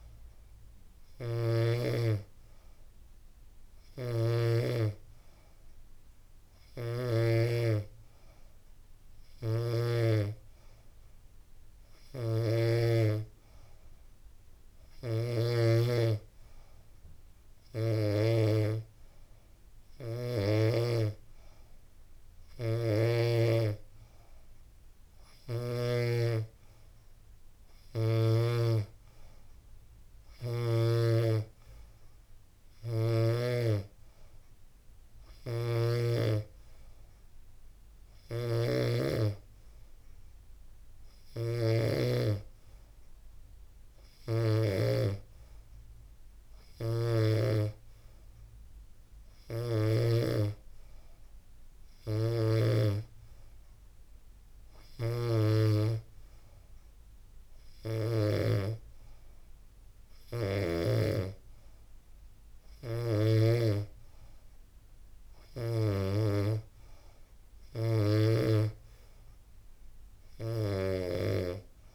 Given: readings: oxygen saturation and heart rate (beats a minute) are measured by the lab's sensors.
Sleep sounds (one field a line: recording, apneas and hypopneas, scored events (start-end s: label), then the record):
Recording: breathing in sleep by a room microphone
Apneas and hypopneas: none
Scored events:
3.00-15.00 s: snoring (device-marked)
24.50-30.00 s: snoring (device-marked)
34.50-41.00 s: snoring (device-marked)
From the record:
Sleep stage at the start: N3 (deep sleep)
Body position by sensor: on the back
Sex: female